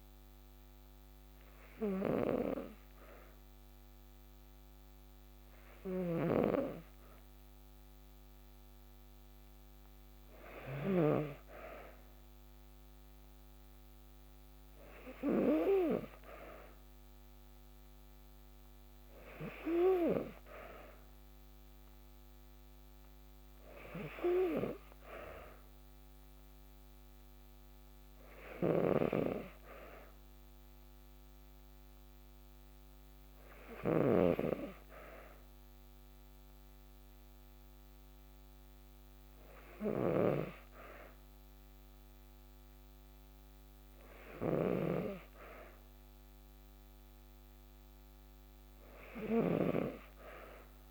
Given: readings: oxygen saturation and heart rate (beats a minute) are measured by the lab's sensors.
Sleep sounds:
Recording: breathing in sleep by a microphone on the trachea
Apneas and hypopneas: none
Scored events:
5.00-10.50 s: snoring (device-marked)
28.00-33.50 s: snoring (device-marked)
39.50-50.91 s: snoring (device-marked)
From the record:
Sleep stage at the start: N2 (light sleep)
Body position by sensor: on the back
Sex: female

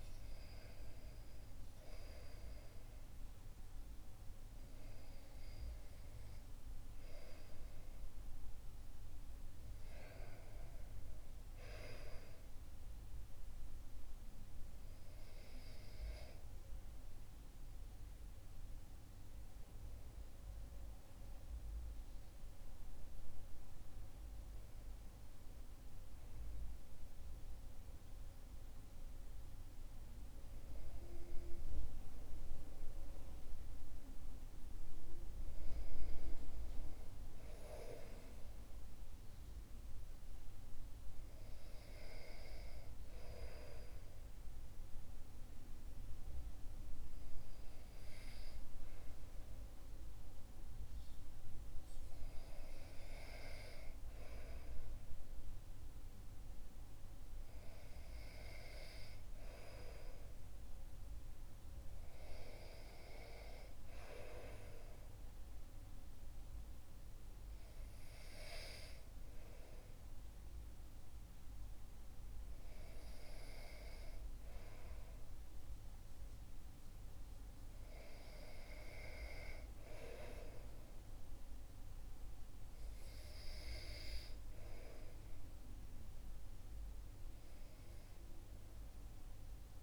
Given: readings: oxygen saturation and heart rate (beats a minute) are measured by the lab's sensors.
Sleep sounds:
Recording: breathing in sleep by a room microphone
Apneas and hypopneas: none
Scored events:
none scored
From the record:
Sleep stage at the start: REM sleep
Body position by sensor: on the back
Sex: male

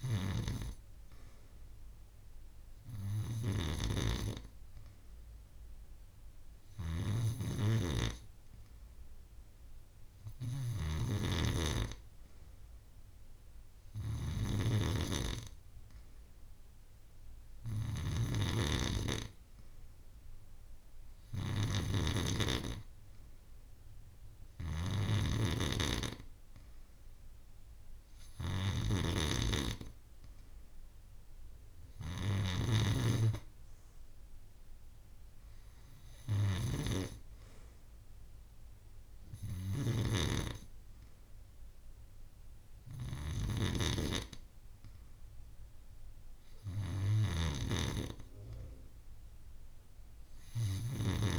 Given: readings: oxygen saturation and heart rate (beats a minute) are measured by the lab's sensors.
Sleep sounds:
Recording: breathing in sleep by a room microphone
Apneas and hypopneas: none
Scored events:
none scored
From the record:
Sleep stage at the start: N2 (light sleep)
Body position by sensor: on the back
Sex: female

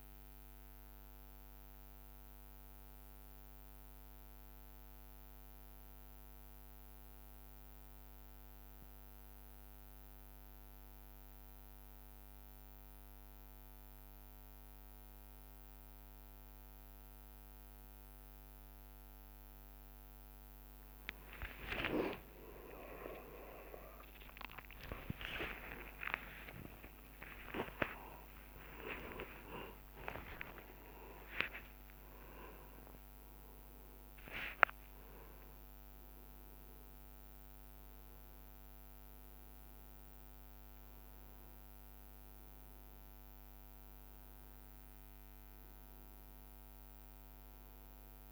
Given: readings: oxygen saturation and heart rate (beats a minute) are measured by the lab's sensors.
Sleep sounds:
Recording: a person awake in a sleep study, by a microphone on the trachea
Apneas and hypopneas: none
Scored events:
8.50-10.50 s: long interval between heartbeats (device-marked)
27.50-42.50 s: tachycardia (device-marked, heart rate 43 before, 106 extreme)
28.50-30.50 s: long interval between heartbeats (device-marked)
31.00-33.00 s: long interval between heartbeats (device-marked, heart rate 30 before, 106 extreme)
From the record:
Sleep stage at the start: awake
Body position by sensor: on the back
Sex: male

